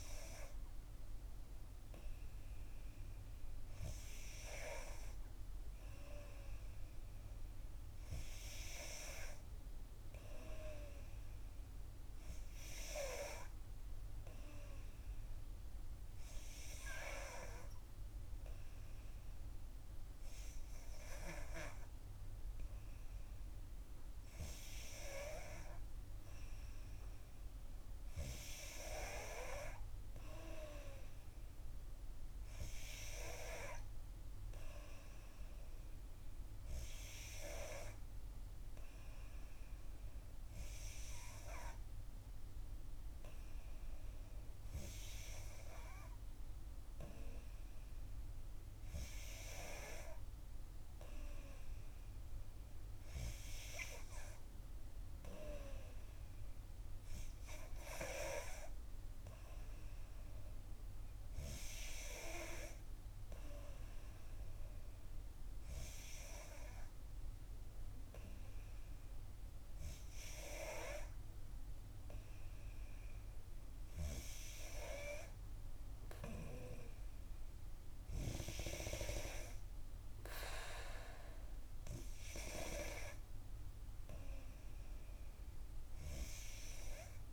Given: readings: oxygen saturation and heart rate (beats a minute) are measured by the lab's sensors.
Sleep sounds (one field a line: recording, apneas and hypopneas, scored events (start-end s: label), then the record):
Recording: breathing in sleep by a room microphone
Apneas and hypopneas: none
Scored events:
4.50-6.50 s: long interval between heartbeats (device-marked, heart rate 61 before, 63 extreme)
From the record:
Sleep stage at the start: N2 (light sleep)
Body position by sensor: on the back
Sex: female